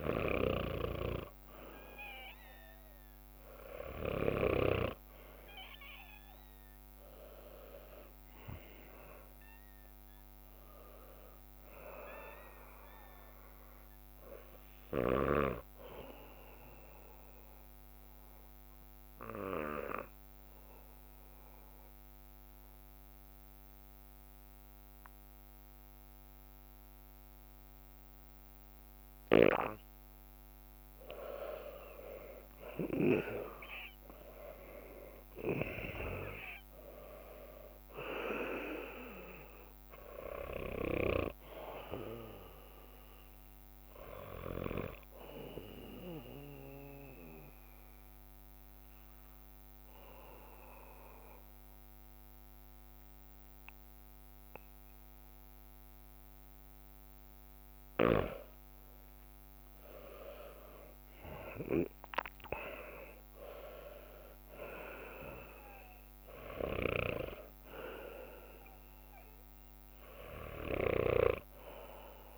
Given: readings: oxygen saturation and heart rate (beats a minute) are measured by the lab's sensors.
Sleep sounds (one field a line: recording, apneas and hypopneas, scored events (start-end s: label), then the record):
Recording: breathing in sleep by a microphone on the trachea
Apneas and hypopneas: 2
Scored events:
0.00-3.00 s: bradycardia (device-marked, heart rate 57 extreme)
0.00-10.00 s: drop in pulse transit time (device-marked, heart rate 57 extreme)
1.50-8.00 s: leg movement (device-marked)
6.00-10.00 s: arousal
12.50-20.50 s: leg movement (device-marked)
15.00-30.00 s: bradycardia (device-marked, heart rate 55 before, 56 extreme)
16.50-30.00 s: obstructive apnea (oxygen 99% before, 94% lowest, heart rate 60 before, 56 extreme, up 9 after)
24.00-33.50 s: leg movement (device-marked)
31.50-36.00 s: arousal
32.00-56.00 s: oxygen desaturation (device-marked, oxygen 98% before, 94% lowest, heart rate 59 before, 56 extreme)
34.00-36.00 s: leg movement (device-marked)
40.00-58.00 s: bradycardia (device-marked, heart rate 55 before, 56 extreme)
46.50-58.50 s: obstructive apnea (oxygen 98% before, 93% lowest, heart rate 60 before, 56 extreme, up 10 after)
50.00-64.00 s: drop in pulse transit time (device-marked, heart rate 60 before, 56 extreme)
58.50-61.50 s: leg movement (device-marked)
61.00-65.50 s: arousal
67.00-72.38 s: leg movement (device-marked)
71.00-72.38 s: bradycardia (device-marked, heart rate 56 before, 55 extreme)
From the record:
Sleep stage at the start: N2 (light sleep)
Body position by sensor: on the back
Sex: male